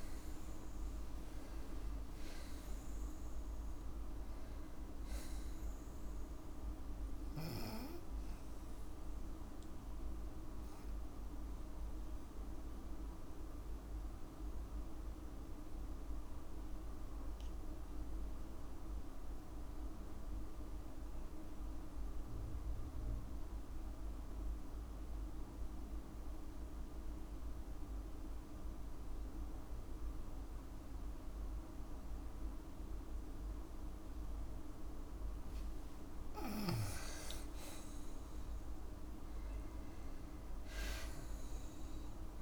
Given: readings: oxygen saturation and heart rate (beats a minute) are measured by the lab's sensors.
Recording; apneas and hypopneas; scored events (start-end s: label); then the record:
breathing in sleep, hard to hear, by a room microphone; 1
0.00-1.50 s: arousal
11.50-35.00 s: obstructive apnea (oxygen 98% before, 91% lowest, heart rate 59 before, 53 extreme, up 3 after)
18.00-33.00 s: oxygen desaturation (device-marked, oxygen 97% before, 92% lowest, heart rate 58 before, 54 extreme)
37.50-40.50 s: arousal
From the record:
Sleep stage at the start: N2 (light sleep); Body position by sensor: on the back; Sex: female